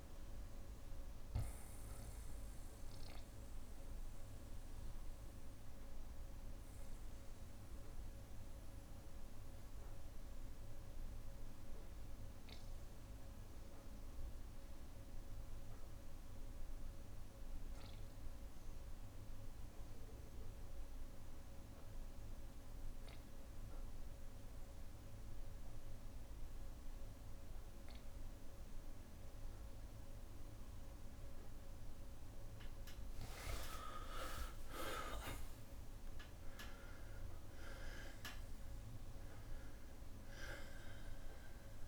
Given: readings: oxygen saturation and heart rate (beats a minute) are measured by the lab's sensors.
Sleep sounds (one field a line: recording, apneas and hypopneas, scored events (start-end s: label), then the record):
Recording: breathing in sleep by a room microphone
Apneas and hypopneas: 1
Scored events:
0.00-16.00 s: oxygen desaturation (device-marked, oxygen 90% lowest, heart rate 56 extreme)
2.00-15.00 s: bradycardia (device-marked, heart rate 67 before, 56 extreme)
5.00-31.00 s: obstructive apnea (oxygen 99% before, 90% lowest, heart rate 63 before, 56 extreme, up 13 after)
30.00-41.88 s: oxygen desaturation (device-marked, oxygen 99% before, 90% lowest, heart rate 59 before, 59 extreme)
33.50-35.50 s: long interval between heartbeats (device-marked, heart rate 60 before, 71 extreme)
33.50-38.50 s: arousal
From the record:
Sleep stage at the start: N2 (light sleep)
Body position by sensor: on the back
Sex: male